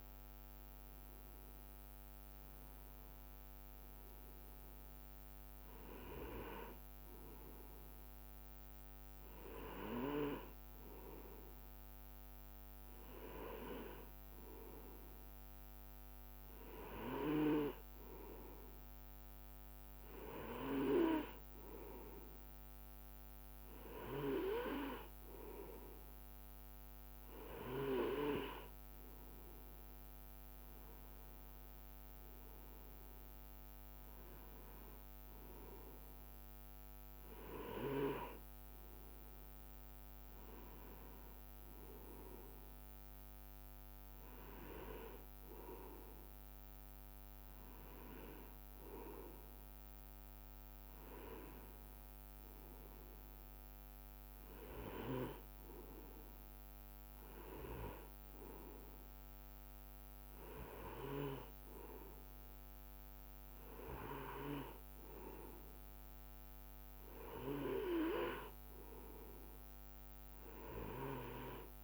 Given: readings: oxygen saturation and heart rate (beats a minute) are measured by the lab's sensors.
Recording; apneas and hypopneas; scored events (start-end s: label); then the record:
breathing in sleep by a microphone on the trachea; none
none scored
From the record:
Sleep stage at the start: N2 (light sleep); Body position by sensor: on the right side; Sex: male